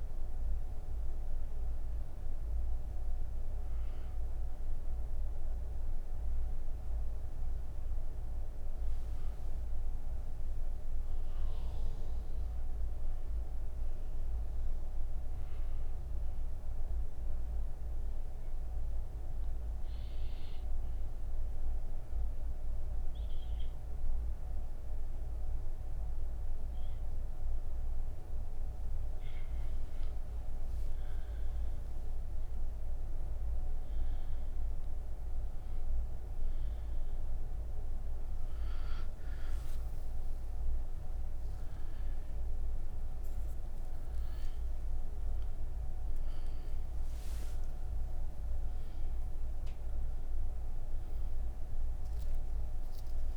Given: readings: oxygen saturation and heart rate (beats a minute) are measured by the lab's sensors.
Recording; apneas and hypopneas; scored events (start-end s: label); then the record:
breathing in sleep, hard to hear, by a room microphone; 1
17.00-29.50 s: obstructive apnea (oxygen 96% before, 94% lowest)
From the record:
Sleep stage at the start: N2 (light sleep); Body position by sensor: on the right side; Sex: female